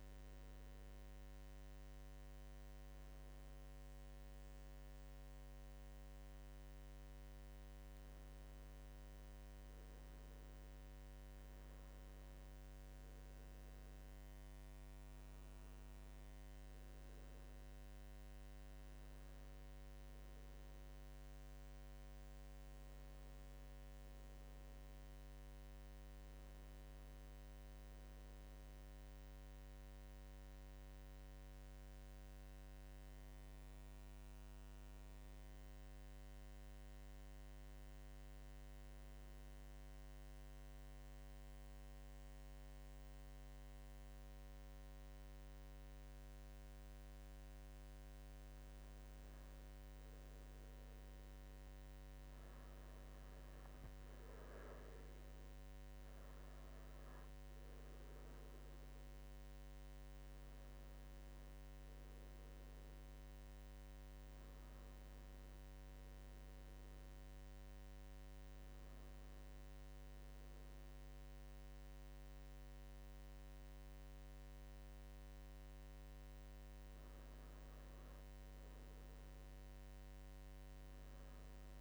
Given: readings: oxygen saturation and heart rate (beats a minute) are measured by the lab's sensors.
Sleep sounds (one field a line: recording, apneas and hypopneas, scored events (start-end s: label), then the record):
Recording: breathing in sleep, hard to hear, by a microphone on the trachea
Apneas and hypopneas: 1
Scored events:
34.50-47.00 s: hypopnea (oxygen 95% before, 91% lowest, heart rate 84 before, 81 extreme, up 5 after)
51.00-55.50 s: arousal
58.00-77.00 s: oxygen desaturation (device-marked, oxygen 94% before, 91% lowest, heart rate 84 before, 79 extreme)
From the record:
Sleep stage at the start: N2 (light sleep)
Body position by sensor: on the right side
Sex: male